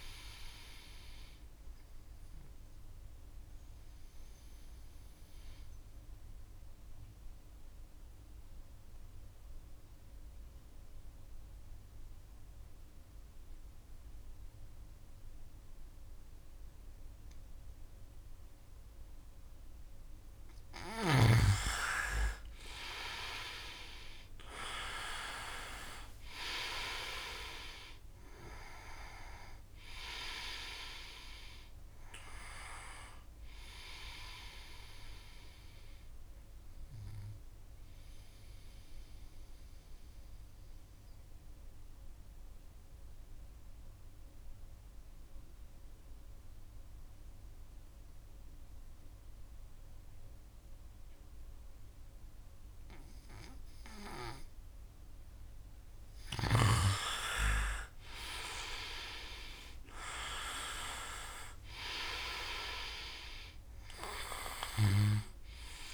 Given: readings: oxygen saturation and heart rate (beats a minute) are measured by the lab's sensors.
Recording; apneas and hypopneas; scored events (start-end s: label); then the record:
breathing in sleep by a room microphone; 2
0.00-17.00 s: oxygen desaturation (device-marked, oxygen 87% lowest, heart rate 62 extreme)
3.00-20.00 s: mixed apnea (oxygen 95% before, 87% lowest, heart rate 67 before, 61 extreme, up 2 after)
20.50-25.00 s: arousal
29.00-47.00 s: oxygen desaturation (device-marked, oxygen 98% before, 89% lowest, heart rate 66 before, 61 extreme)
38.00-55.00 s: mixed apnea (oxygen 98% before, 87% lowest, heart rate 67 before, 61 extreme, up 7 after)
57.00-61.50 s: arousal
62.00-65.94 s: oxygen desaturation (device-marked, oxygen 98% before, 87% lowest, heart rate 65 before, 62 extreme)
From the record:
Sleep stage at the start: N2 (light sleep); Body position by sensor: on the right side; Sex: male